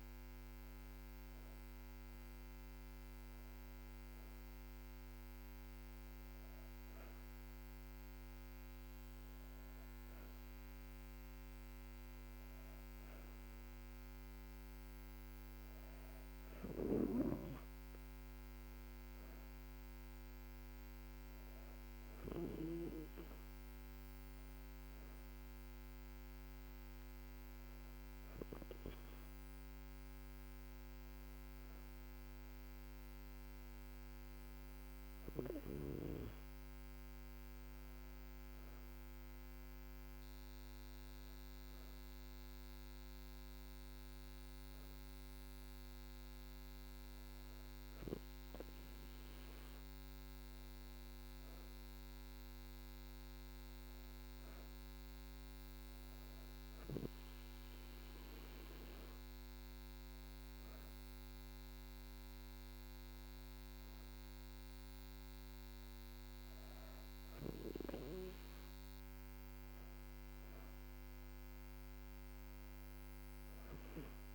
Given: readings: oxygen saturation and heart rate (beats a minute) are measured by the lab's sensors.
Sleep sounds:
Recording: breathing in sleep by a microphone on the trachea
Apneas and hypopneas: none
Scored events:
none scored
From the record:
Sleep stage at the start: N2 (light sleep)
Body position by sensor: on the back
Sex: female

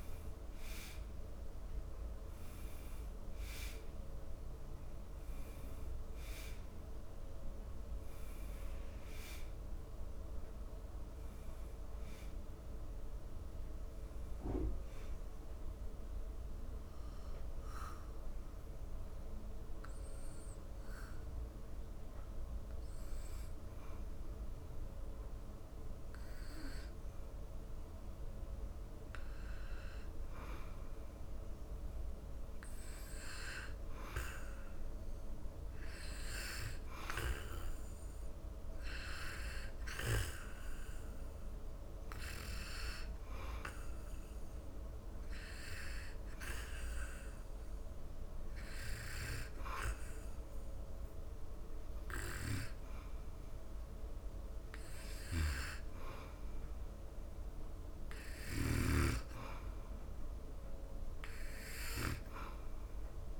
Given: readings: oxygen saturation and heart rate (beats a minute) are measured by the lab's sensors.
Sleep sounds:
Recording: breathing in sleep by a room microphone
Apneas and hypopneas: 1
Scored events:
16.50-30.50 s: obstructive apnea (oxygen 99% before, 92% lowest, heart rate 84 before, 73 extreme, up 1 after)
23.50-63.40 s: new sleep stage, N2 (light sleep)
34.50-39.00 s: arousal
41.50-60.50 s: oxygen desaturation (device-marked, oxygen 97% before, 93% lowest, heart rate 75 before, 74 extreme)
From the record:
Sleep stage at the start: N1 (lightest sleep)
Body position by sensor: on the back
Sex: male

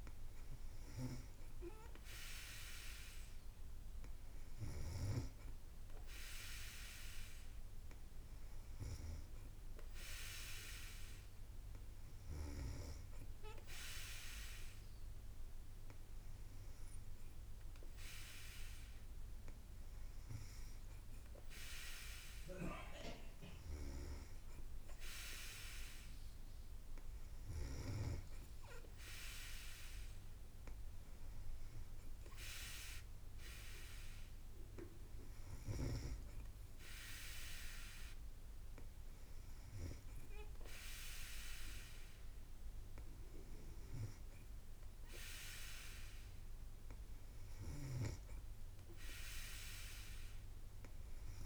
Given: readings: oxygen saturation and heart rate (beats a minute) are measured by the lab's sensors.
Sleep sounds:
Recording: breathing in sleep by a room microphone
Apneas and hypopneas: none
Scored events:
none scored
From the record:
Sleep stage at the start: N3 (deep sleep)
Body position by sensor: on the back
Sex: female

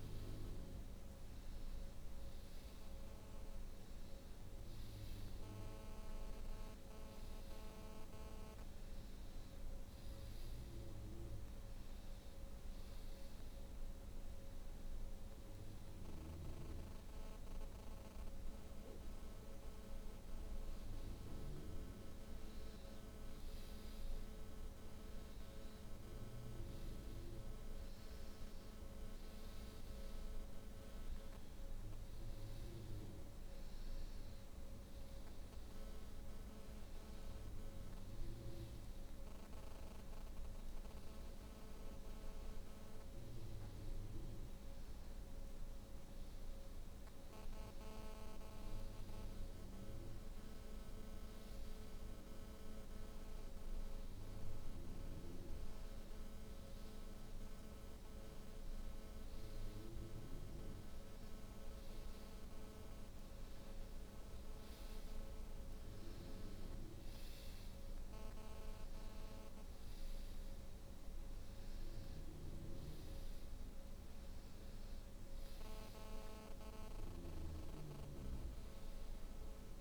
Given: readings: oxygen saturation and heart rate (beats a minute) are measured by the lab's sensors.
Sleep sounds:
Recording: breathing in sleep, hard to hear, by a room microphone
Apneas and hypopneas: none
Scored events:
none scored
From the record:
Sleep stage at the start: N2 (light sleep)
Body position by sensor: on the back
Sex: female

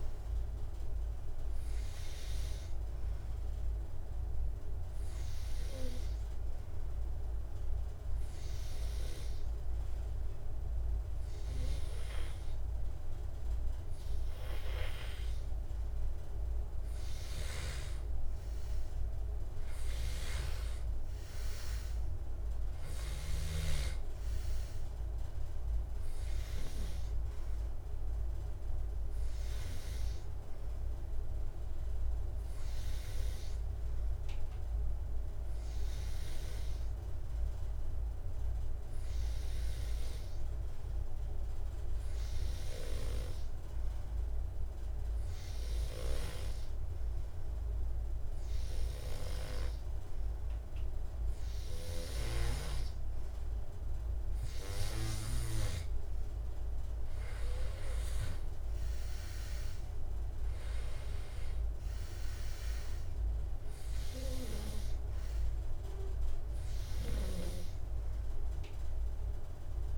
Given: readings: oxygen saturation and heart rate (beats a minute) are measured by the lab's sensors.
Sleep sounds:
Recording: breathing in sleep by a room microphone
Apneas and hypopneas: 2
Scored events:
0.00-14.50 s: oxygen desaturation (device-marked, oxygen 90% lowest, heart rate 74 extreme)
3.50-16.50 s: hypopnea (oxygen 94% before, 89% lowest, heart rate 79 before, 74 extreme, up 6 after)
19.00-23.00 s: arousal
31.50-54.00 s: hypopnea (oxygen 96% before, 89% lowest, heart rate 79 before, 73 extreme, up 6 after)
50.50-69.98 s: oxygen desaturation (device-marked, oxygen 97% before, 89% lowest, heart rate 76 before, 73 extreme)
57.00-60.00 s: arousal
From the record:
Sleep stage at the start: N2 (light sleep)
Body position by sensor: on the back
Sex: male

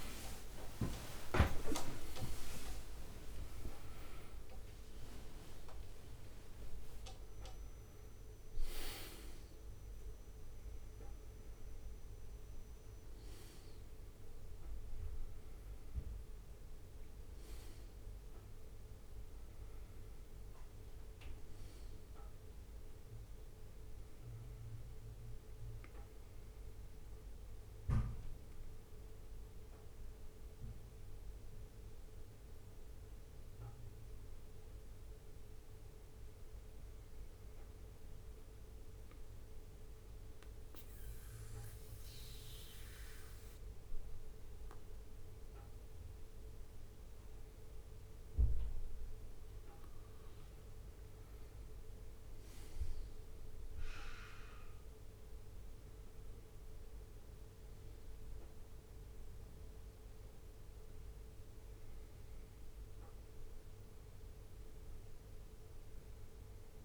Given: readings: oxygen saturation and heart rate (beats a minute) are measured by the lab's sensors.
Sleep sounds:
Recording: breathing in sleep by a room microphone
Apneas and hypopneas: 1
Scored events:
0.00-1.50 s: tachycardia (device-marked, heart rate 106 extreme)
0.00-6.50 s: leg movement (device-marked)
0.00-14.50 s: oxygen desaturation (device-marked, oxygen 86% lowest, heart rate 68 extreme)
28.50-32.50 s: arousal
37.00-49.50 s: central apnea (oxygen 99% before, 95% lowest, heart rate 71 before, 66 extreme, up 2 after)
51.50-55.00 s: arousal
From the record:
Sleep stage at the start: N2 (light sleep)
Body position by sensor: on the back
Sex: male

